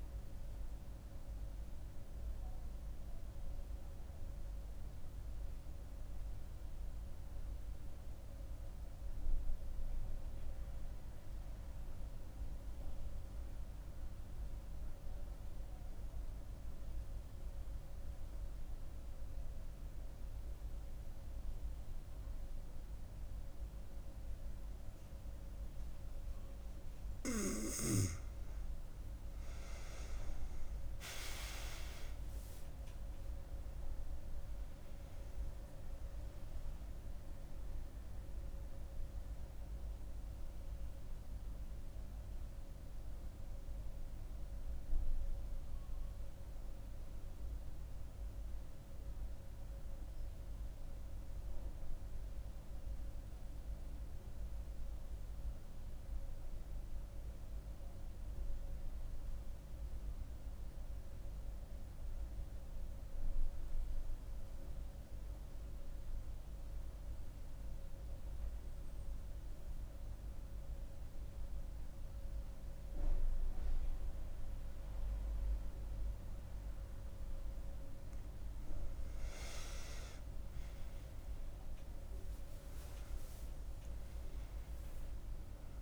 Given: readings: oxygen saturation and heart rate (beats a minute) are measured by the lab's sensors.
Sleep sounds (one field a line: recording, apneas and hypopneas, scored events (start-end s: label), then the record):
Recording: breathing in sleep, hard to hear, by a room microphone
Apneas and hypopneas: 2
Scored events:
0.00-6.00 s: oxygen desaturation (device-marked, oxygen 93% lowest, heart rate 67 extreme)
5.50-25.00 s: obstructive apnea (oxygen 97% before, 90% lowest, heart rate 81 before, 67 extreme, up 6 after)
20.00-54.00 s: oxygen desaturation (device-marked, oxygen 97% before, 90% lowest, heart rate 69 before, 67 extreme)
28.50-33.00 s: arousal
47.50-77.50 s: mixed apnea (oxygen 97% before, 91% lowest, heart rate 77 before, 67 extreme, up 9 after)
73.00-85.82 s: oxygen desaturation (device-marked, oxygen 98% before, 91% lowest, heart rate 69 before, 66 extreme)
80.00-83.00 s: arousal
From the record:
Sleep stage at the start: N2 (light sleep)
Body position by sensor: on the back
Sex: female